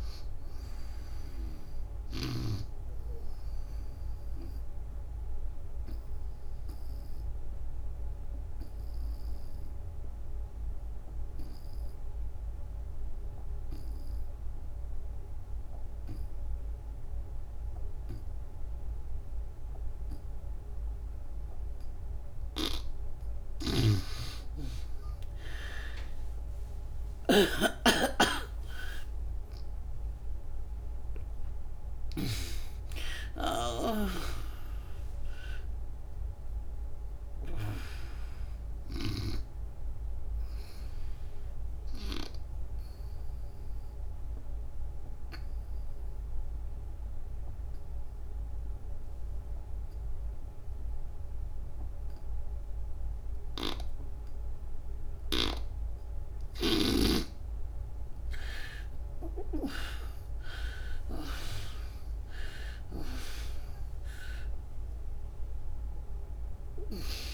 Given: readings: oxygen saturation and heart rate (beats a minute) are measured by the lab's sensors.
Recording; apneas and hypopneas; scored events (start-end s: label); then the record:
breathing in sleep by a room microphone; 2
0.00-10.00 s: oxygen desaturation (device-marked, oxygen 76% lowest, heart rate 61 extreme)
4.00-21.50 s: obstructive apnea (oxygen 99% before, 76% lowest, heart rate 95 before, 61 extreme, up 48 after)
24.00-50.00 s: oxygen desaturation (device-marked, oxygen 99% before, 78% lowest, heart rate 69 before, 65 extreme)
26.00-31.00 s: arousal
40.50-56.50 s: obstructive apnea (oxygen 99% before, 78% lowest, heart rate 91 before, 65 extreme)
52.00-67.34 s: oxygen desaturation (device-marked, oxygen 99% before, 81% lowest, heart rate 83 before, 65 extreme)
59.00-64.00 s: arousal
From the record:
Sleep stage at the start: N2 (light sleep); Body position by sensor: on the back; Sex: female